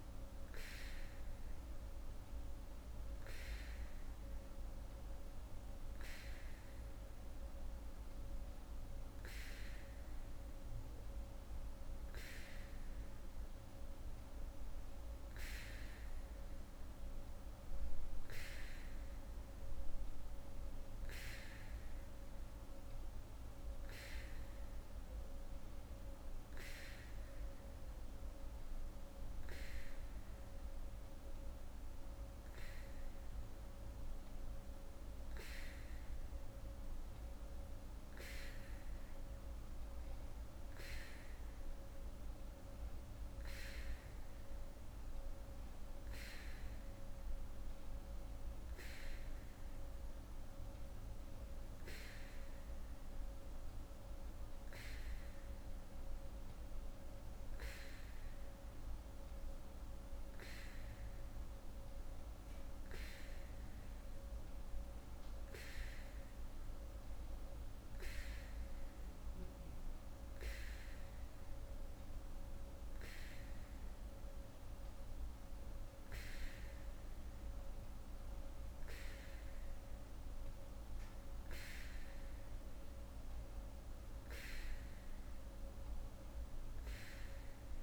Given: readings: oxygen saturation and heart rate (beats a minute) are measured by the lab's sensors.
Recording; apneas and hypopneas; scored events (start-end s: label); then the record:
breathing in sleep by a room microphone; none
none scored
From the record:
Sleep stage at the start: N3 (deep sleep); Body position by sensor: on the back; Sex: female